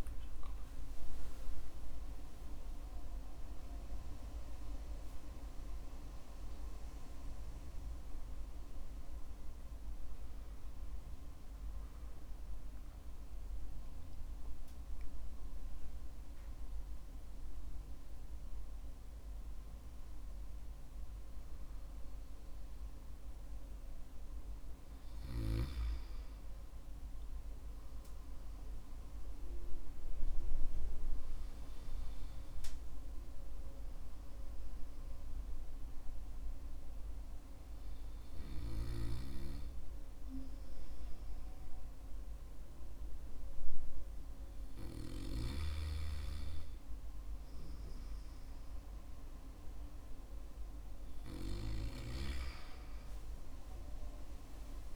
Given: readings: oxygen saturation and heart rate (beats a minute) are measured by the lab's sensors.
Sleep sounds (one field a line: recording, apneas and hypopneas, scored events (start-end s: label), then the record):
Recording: a person partly awake in a sleep study, by a room microphone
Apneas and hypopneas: 1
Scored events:
23.50-54.96 s: new sleep stage, N2 (light sleep)
35.50-47.50 s: hypopnea (oxygen 97% before, 94% lowest, heart rate 63 before, 54 extreme, up 10 after)
From the record:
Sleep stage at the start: awake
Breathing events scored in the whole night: 252 in 4.3 hours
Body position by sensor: on the back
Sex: male